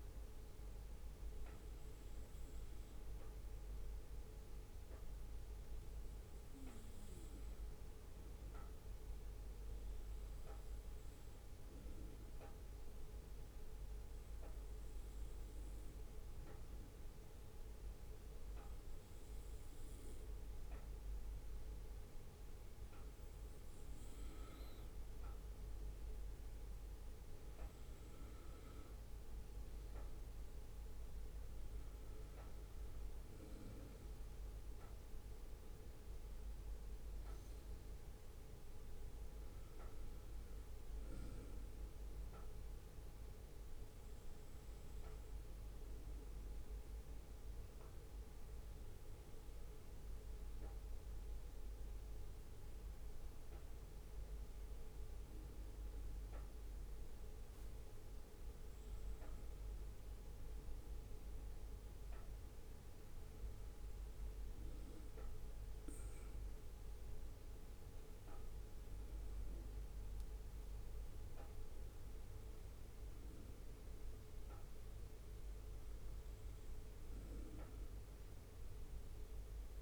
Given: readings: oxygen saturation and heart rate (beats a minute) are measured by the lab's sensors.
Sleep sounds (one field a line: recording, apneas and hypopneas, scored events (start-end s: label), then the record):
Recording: breathing in sleep, hard to hear, by a room microphone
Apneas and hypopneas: 2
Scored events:
9.00-22.50 s: obstructive apnea (oxygen 97% before, 95% lowest, heart rate 63 before, 61 extreme, up 5 after)
24.00-28.50 s: arousal
45.00-57.00 s: hypopnea (oxygen 96% before, 95% lowest, heart rate 64 before, 60 extreme, up 3 after)
60.00-64.00 s: arousal
From the record:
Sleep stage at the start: N2 (light sleep)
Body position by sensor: on the right side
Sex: male